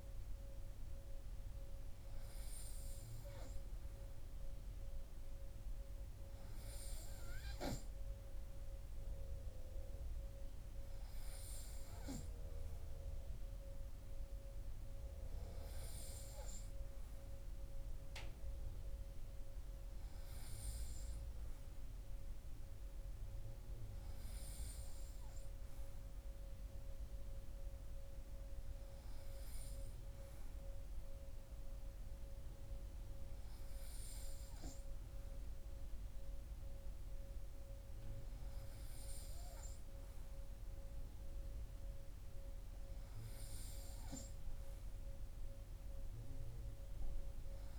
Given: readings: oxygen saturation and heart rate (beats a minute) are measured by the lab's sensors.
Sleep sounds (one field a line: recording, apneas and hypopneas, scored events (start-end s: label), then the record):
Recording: breathing in sleep, hard to hear, by a room microphone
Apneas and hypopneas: none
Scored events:
none scored
From the record:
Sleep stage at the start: N3 (deep sleep)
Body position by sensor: on the right side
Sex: male